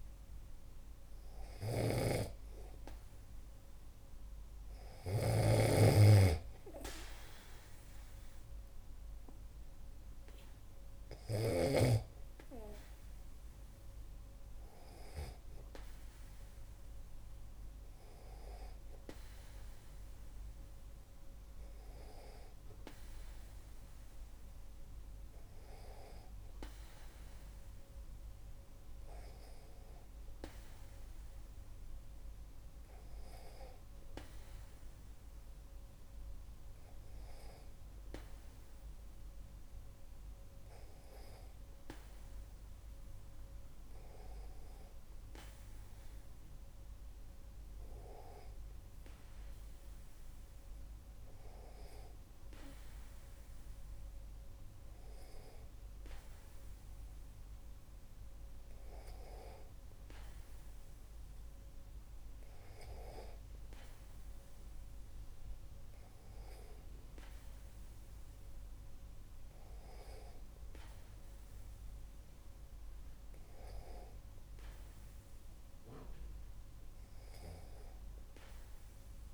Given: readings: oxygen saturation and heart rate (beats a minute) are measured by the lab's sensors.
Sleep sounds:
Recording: breathing in sleep by a room microphone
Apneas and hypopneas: none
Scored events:
0.00-5.50 s: snoring (device-marked)
From the record:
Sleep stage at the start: N2 (light sleep)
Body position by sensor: on the back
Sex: male

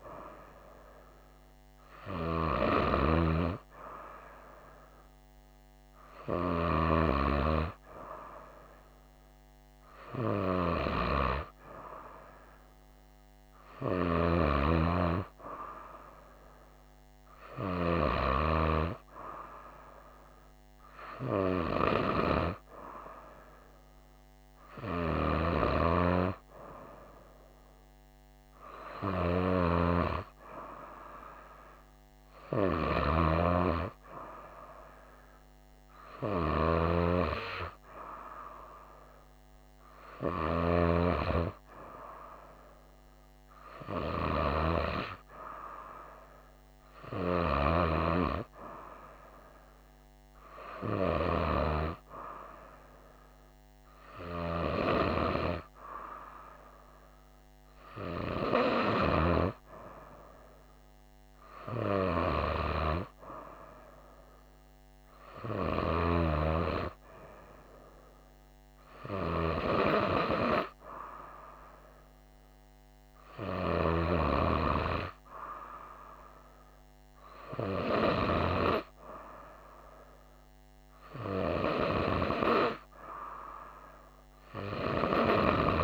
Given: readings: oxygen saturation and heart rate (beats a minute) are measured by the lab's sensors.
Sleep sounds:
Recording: breathing in sleep by a microphone on the trachea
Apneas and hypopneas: none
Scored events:
none scored
From the record:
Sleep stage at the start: N2 (light sleep)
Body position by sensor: on the right side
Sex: female

